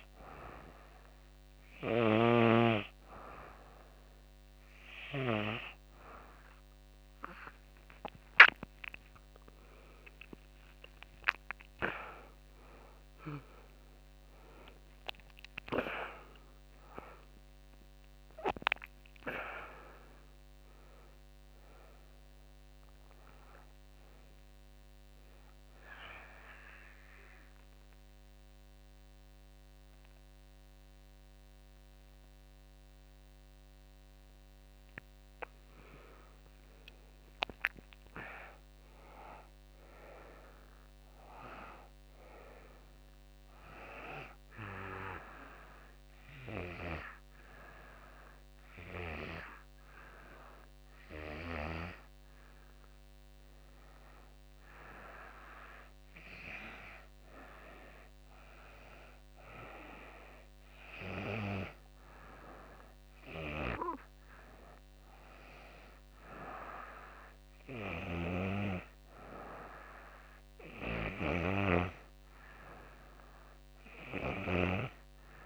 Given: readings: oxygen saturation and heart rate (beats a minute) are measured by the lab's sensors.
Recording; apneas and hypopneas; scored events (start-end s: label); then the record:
breathing in sleep by a microphone on the trachea; 2
8.50-13.50 s: arousal
24.50-34.50 s: obstructive apnea (oxygen 93% before, 89% lowest, heart rate 91 before, 83 extreme, up 4 after)
36.50-40.50 s: arousal
38.50-50.50 s: oxygen desaturation (device-marked, oxygen 96% before, 89% lowest, heart rate 91 before, 82 extreme)
43.50-53.50 s: obstructive apnea (oxygen 96% before, 89% lowest, heart rate 90 before, 82 extreme, up 2 after)
57.50-61.50 s: arousal
From the record:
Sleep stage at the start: N2 (light sleep); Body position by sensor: on the back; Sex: female